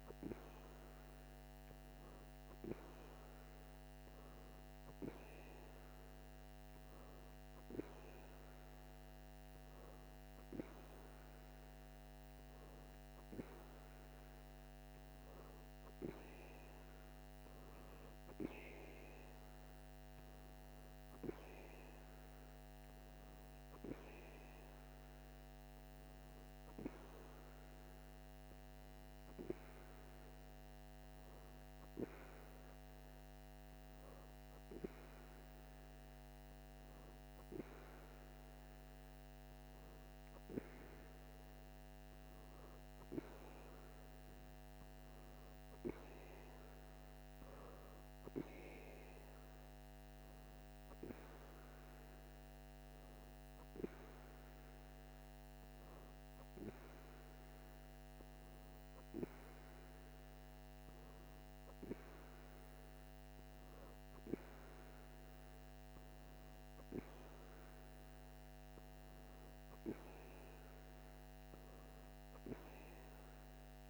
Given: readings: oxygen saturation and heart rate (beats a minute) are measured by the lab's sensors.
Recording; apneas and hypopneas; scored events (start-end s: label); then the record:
breathing in sleep by a microphone on the trachea; none
none scored
From the record:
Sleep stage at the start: N2 (light sleep); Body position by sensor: on the right side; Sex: female